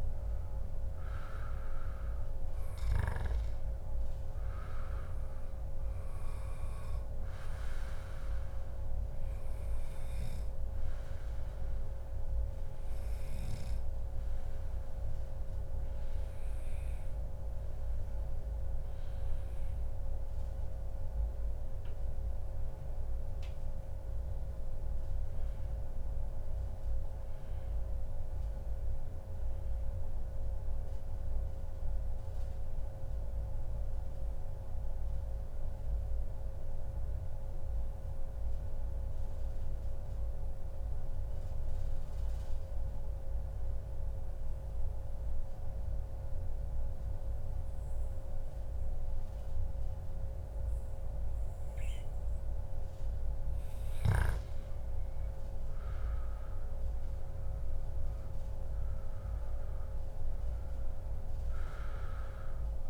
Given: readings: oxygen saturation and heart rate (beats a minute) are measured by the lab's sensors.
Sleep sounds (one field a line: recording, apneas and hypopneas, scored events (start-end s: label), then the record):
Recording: breathing in sleep, hard to hear, by a room microphone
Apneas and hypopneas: 1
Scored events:
0.00-14.50 s: oxygen desaturation (device-marked, oxygen 93% lowest, heart rate 132 extreme)
12.00-52.00 s: obstructive apnea (oxygen 98% before, 92% lowest, heart rate 138 before, 114 extreme, up 1 after)
47.50-62.90 s: oxygen desaturation (device-marked, oxygen 98% before, 92% lowest, heart rate 143 before, 90 extreme)
54.50-58.50 s: arousal
From the record:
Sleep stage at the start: N2 (light sleep)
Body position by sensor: on the back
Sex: male